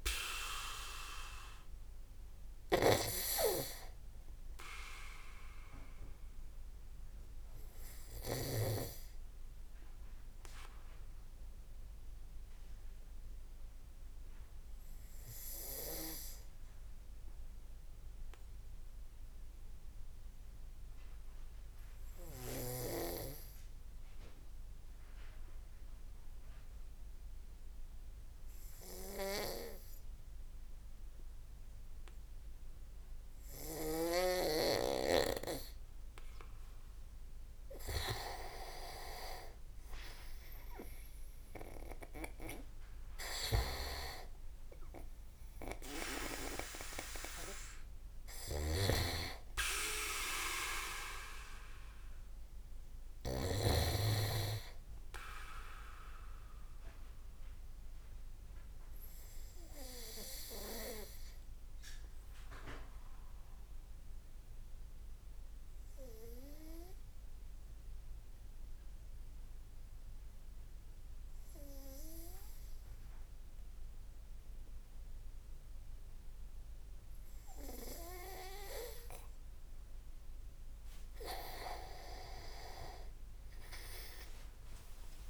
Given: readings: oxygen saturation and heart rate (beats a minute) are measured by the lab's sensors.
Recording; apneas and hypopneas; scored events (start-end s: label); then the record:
breathing in sleep by a room microphone; 2
0.00-3.50 s: oxygen desaturation (device-marked, oxygen 93% lowest)
0.00-8.50 s: snoring (device-marked)
3.50-36.50 s: obstructive apnea (oxygen 99% before, 95% lowest)
38.50-43.50 s: arousal
48.00-53.50 s: snoring (device-marked)
55.50-79.00 s: obstructive apnea (oxygen 99% before, 96% lowest)
From the record:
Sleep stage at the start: N2 (light sleep); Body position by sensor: on the back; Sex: male